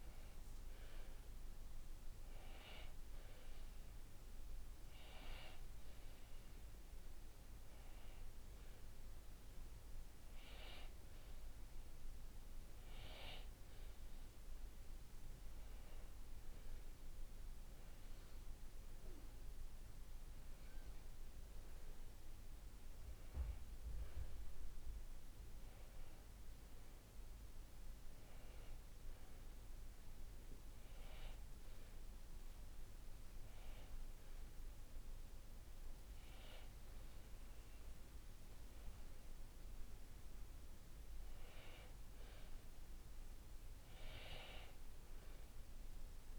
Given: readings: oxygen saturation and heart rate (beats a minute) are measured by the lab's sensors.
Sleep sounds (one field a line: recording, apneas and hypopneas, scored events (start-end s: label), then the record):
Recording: breathing in sleep by a room microphone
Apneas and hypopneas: 2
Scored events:
4.00-15.00 s: hypopnea (oxygen 96% before, 93% lowest, heart rate 57 before, 56 extreme, up 2 after)
18.00-22.00 s: arousal
28.50-39.50 s: hypopnea (oxygen 95% before, 90% lowest, heart rate 62 before, 53 extreme, up 4 after)
43.00-46.39 s: arousal
From the record:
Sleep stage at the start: N2 (light sleep)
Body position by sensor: on the back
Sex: male